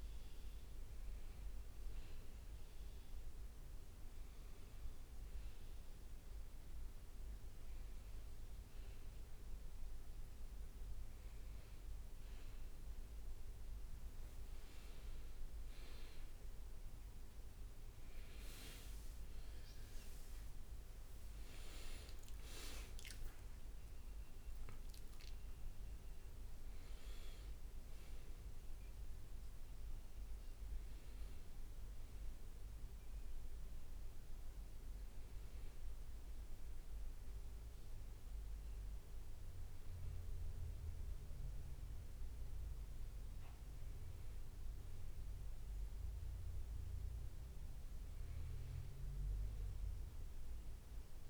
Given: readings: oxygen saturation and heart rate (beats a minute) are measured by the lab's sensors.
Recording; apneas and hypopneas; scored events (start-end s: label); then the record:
breathing in sleep, hard to hear, by a room microphone; none
18.00-20.50 s: leg movement (device-marked)
23.00-27.50 s: arousal
From the record:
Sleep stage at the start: N1 (lightest sleep); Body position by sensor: on the back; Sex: male